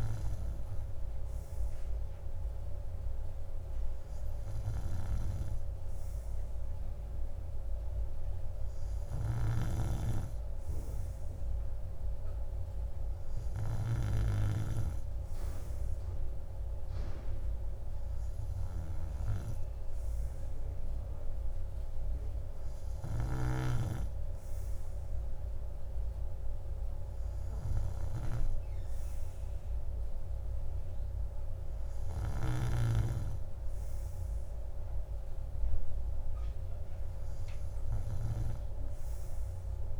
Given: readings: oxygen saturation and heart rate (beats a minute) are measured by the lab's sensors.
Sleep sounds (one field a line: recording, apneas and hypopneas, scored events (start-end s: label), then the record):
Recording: breathing in sleep by a room microphone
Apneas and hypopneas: none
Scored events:
none scored
From the record:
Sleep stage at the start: N3 (deep sleep)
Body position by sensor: on the right side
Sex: male